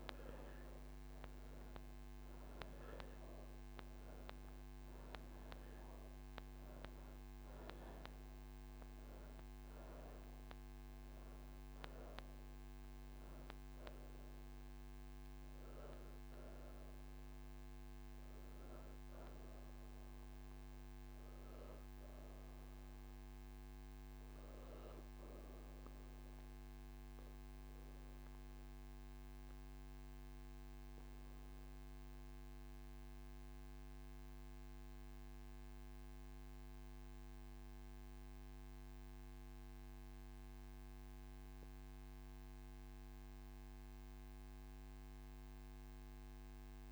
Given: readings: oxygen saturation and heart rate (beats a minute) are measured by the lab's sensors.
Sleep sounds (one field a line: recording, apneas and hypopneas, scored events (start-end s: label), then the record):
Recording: breathing in sleep, hard to hear, by a microphone on the trachea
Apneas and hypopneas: none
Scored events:
0.00-38.00 s: oxygen desaturation (device-marked, oxygen 85% lowest)
From the record:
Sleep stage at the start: N1 (lightest sleep)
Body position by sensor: on the right side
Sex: female